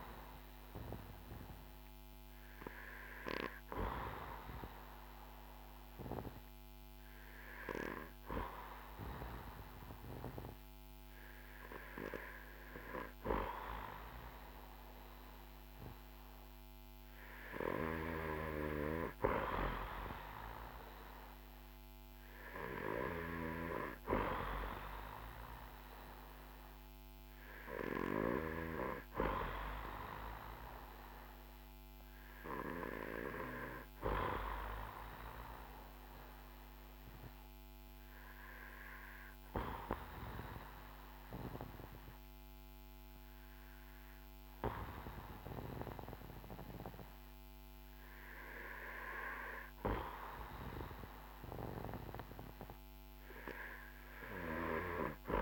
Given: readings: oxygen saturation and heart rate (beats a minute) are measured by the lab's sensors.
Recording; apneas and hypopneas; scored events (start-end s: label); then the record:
breathing in sleep by a microphone on the trachea; 1
36.00-48.50 s: obstructive apnea (oxygen 96% before, 93% lowest, heart rate 57 before, 55 extreme, up 4 after)
52.00-55.42 s: arousal
From the record:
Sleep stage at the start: N2 (light sleep); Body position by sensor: on the back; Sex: male